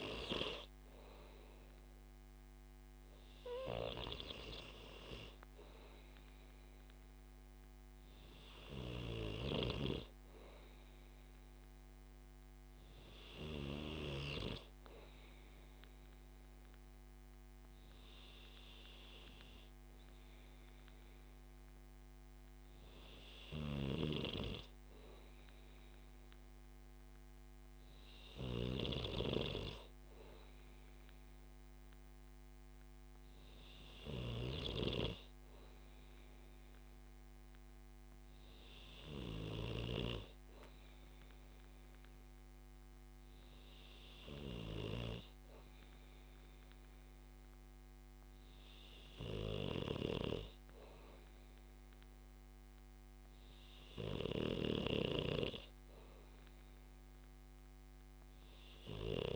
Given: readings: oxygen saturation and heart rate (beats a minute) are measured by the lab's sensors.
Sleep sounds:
breathing in sleep by a microphone on the trachea; none
none scored
From the record:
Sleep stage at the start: N2 (light sleep); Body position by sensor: on the back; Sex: male

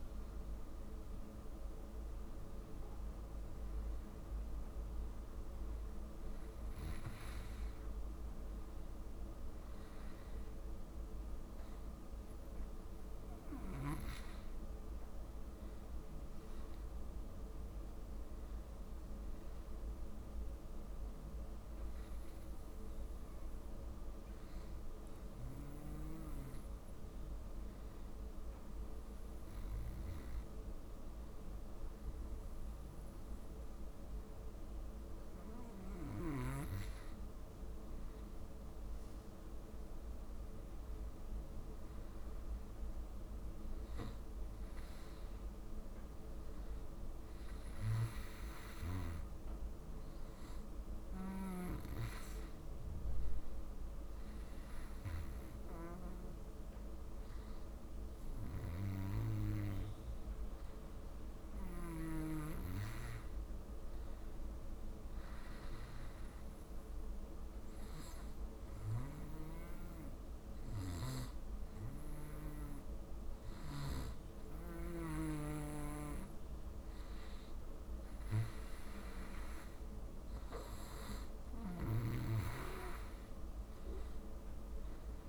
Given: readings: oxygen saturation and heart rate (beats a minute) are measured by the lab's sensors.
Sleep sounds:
breathing in sleep by a room microphone; 2
0.00-16.00 s: oxygen desaturation (device-marked, oxygen 93% lowest)
23.00-36.00 s: hypopnea (oxygen 96% before, 93% lowest)
54.00-65.00 s: hypopnea (oxygen 96% before, 93% lowest)
67.50-71.00 s: arousal
From the record:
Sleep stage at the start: N2 (light sleep); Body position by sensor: on the back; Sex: male

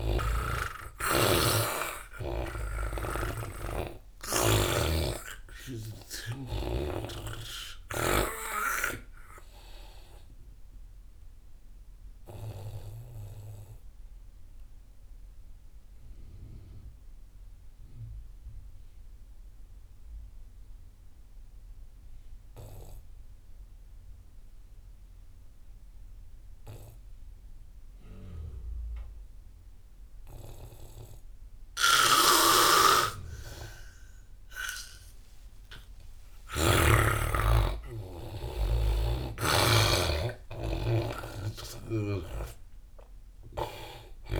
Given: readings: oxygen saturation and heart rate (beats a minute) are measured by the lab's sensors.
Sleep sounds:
breathing in sleep by a room microphone; 1
0.00-2.50 s: arousal
0.00-16.50 s: oxygen desaturation (device-marked, oxygen 82% lowest)
1.50-5.00 s: snoring (device-marked)
10.50-35.00 s: obstructive apnea (oxygen 99% before, 83% lowest)
29.50-44.40 s: oxygen desaturation (device-marked, oxygen 99% before, 87% lowest)
32.00-37.00 s: snoring (device-marked)
36.50-40.50 s: arousal
39.00-42.50 s: snoring (device-marked)
From the record:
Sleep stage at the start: N2 (light sleep); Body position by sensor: on the back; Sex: male

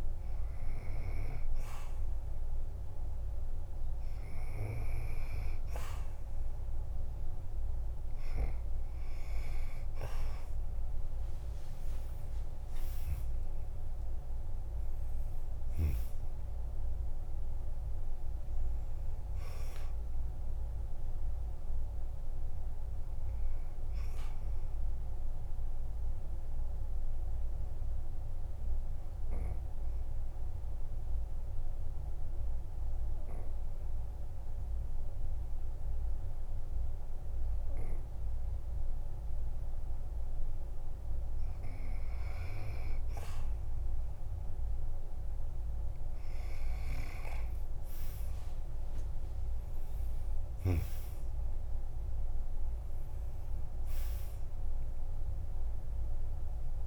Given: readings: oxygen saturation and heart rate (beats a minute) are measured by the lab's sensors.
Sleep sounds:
breathing in sleep by a room microphone; 1
3.00-29.00 s: oxygen desaturation (device-marked, oxygen 98% before, 93% lowest, heart rate 51 before, 47 extreme)
11.00-17.00 s: tachycardia (device-marked, heart rate 53 before, 130 extreme)
12.00-14.00 s: long interval between heartbeats (device-marked, heart rate 52 before, 80 extreme)
14.50-16.50 s: long interval between heartbeats (device-marked, heart rate 56 before, 109 extreme)
16.00-19.50 s: arousal
16.50-18.50 s: long interval between heartbeats (device-marked, heart rate 62 before, 129 extreme)
25.00-40.50 s: obstructive apnea (oxygen 97% before, 93% lowest, heart rate 78 before, 47 extreme, up 7 after)
48.00-56.87 s: oxygen desaturation (device-marked, oxygen 98% before, 93% lowest, heart rate 50 before, 46 extreme)
48.50-53.50 s: arousal
From the record:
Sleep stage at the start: N2 (light sleep); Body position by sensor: on the back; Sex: male

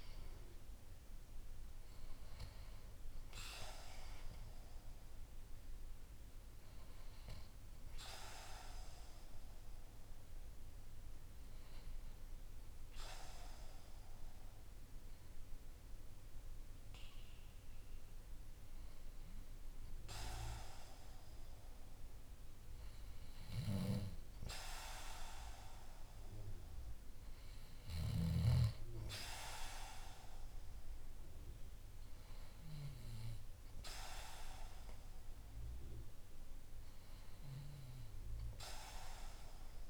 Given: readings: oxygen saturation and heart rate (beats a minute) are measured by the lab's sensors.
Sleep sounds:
breathing in sleep by a room microphone; 1
7.50-22.50 s: obstructive apnea (oxygen 95% before, 94% lowest, heart rate 50 before, 50 extreme, up 2 after)
24.00-28.50 s: arousal
From the record:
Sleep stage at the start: N2 (light sleep); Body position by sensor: on the back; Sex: male

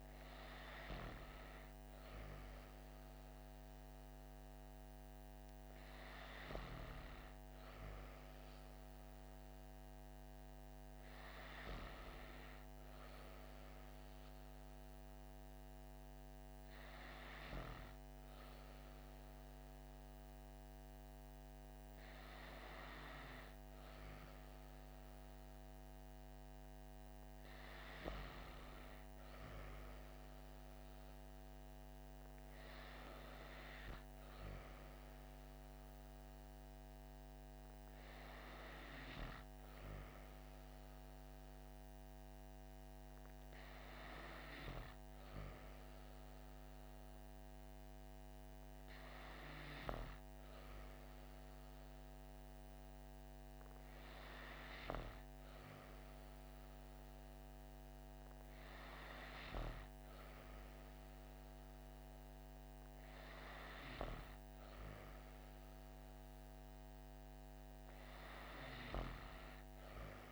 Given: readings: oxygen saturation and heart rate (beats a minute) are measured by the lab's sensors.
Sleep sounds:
breathing in sleep by a microphone on the trachea; none
none scored
From the record:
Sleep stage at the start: N2 (light sleep); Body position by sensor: on the back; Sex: female

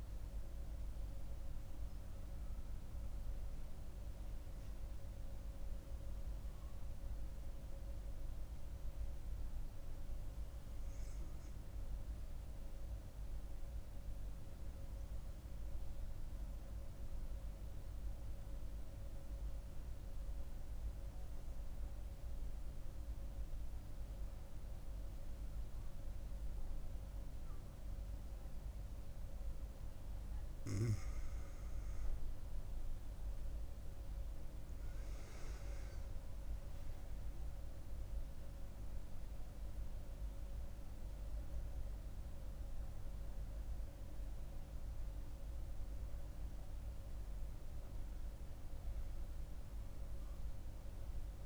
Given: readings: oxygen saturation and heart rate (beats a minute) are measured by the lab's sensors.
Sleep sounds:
breathing in sleep, hard to hear, by a room microphone; 1
0.00-6.50 s: oxygen desaturation (device-marked, oxygen 91% lowest, heart rate 67 extreme)
14.50-28.50 s: hypopnea (oxygen 97% before, 93% lowest, heart rate 77 before, 67 extreme, up 9 after)
31.50-47.50 s: oxygen desaturation (device-marked, oxygen 97% before, 93% lowest, heart rate 69 before, 67 extreme)
33.50-38.00 s: arousal
From the record:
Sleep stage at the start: N2 (light sleep); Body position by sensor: on the back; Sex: female

